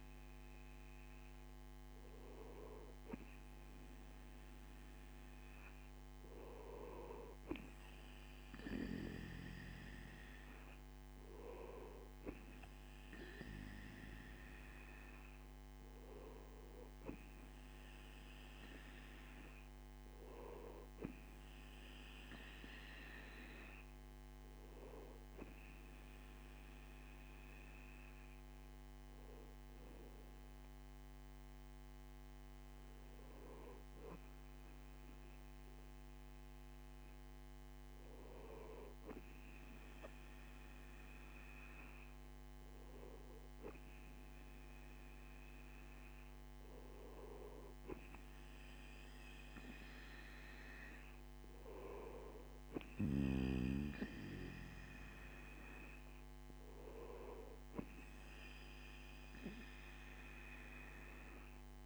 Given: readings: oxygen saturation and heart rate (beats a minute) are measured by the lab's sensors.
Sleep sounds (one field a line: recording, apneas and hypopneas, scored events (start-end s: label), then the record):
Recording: breathing in sleep by a microphone on the trachea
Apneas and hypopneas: none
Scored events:
none scored
From the record:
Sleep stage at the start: N2 (light sleep)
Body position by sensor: on the right side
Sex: male